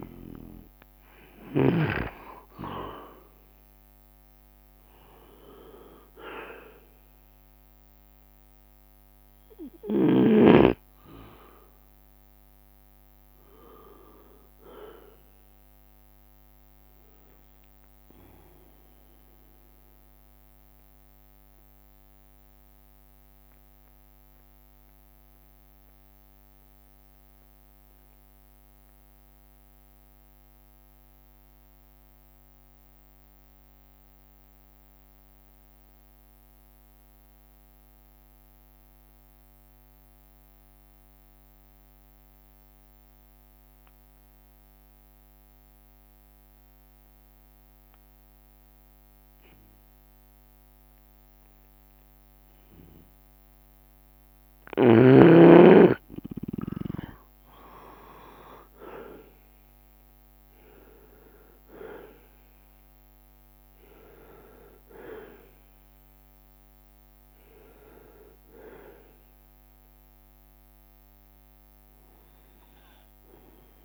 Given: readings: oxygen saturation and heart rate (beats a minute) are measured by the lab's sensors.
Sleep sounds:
breathing in sleep by a microphone on the trachea; 1
0.00-2.00 s: snoring (device-marked)
0.00-28.00 s: oxygen desaturation (device-marked, oxygen 93% lowest)
0.00-46.00 s: bradycardia (device-marked)
10.50-12.50 s: long interval between heartbeats (device-marked)
20.00-53.50 s: obstructive apnea (oxygen 97% before, 91% lowest)
22.00-24.00 s: long interval between heartbeats (device-marked)
44.00-73.85 s: oxygen desaturation (device-marked, oxygen 99% before, 91% lowest)
52.00-73.85 s: bradycardia (device-marked)
52.50-61.00 s: leg movement (device-marked)
57.50-62.00 s: arousal
65.00-67.00 s: long interval between heartbeats (device-marked)
From the record:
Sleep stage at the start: N2 (light sleep); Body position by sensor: on the right side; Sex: male

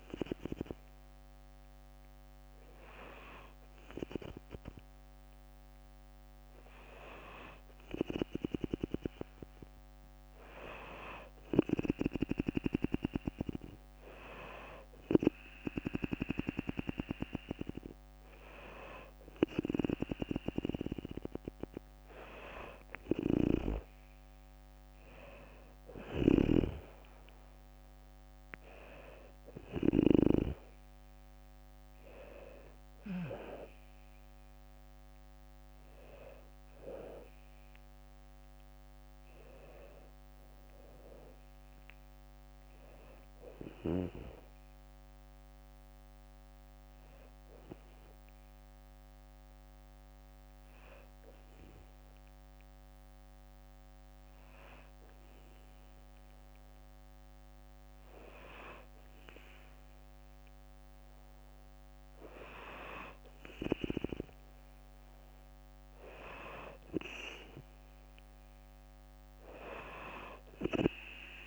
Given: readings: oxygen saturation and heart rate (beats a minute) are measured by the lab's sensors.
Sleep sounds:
breathing in sleep by a microphone on the trachea; 1
25.00-29.50 s: snoring (device-marked)
25.50-48.50 s: drop in pulse transit time (device-marked, heart rate 66 before, 64 extreme)
38.50-42.00 s: arousal
46.00-58.50 s: hypopnea (oxygen 96% before, 94% lowest, heart rate 69 before, 61 extreme, up 1 after)
61.50-71.47 s: oxygen desaturation (device-marked, oxygen 97% before, 94% lowest, heart rate 63 before, 59 extreme)
From the record:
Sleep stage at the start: N2 (light sleep); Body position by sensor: on the back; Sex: female

